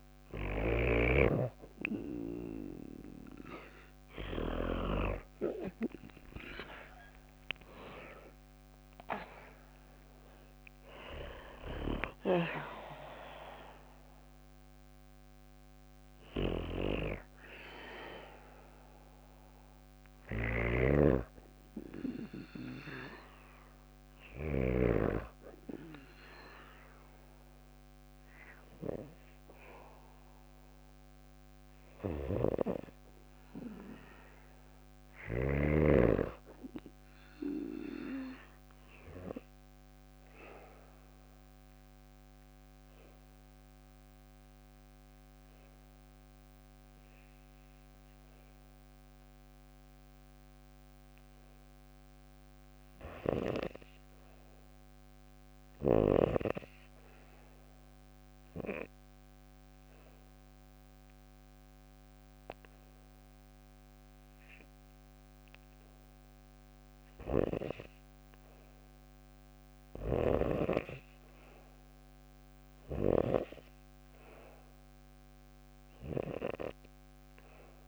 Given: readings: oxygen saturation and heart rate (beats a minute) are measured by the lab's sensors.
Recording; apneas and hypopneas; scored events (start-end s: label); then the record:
breathing in sleep by a microphone on the trachea; 1
0.00-4.00 s: snoring (device-marked)
0.00-12.50 s: oxygen desaturation (device-marked, oxygen 89% lowest, heart rate 59 extreme)
4.00-9.00 s: arousal
19.50-24.00 s: snoring (device-marked)
40.50-62.50 s: obstructive apnea (oxygen 98% before, 73% lowest, heart rate 60 before, 56 extreme, up 1 after)
63.50-77.88 s: oxygen desaturation (device-marked, oxygen 96% before, 86% lowest, heart rate 57 before, 57 extreme)
66.00-70.00 s: arousal
From the record:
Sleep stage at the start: REM sleep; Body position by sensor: on the back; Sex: female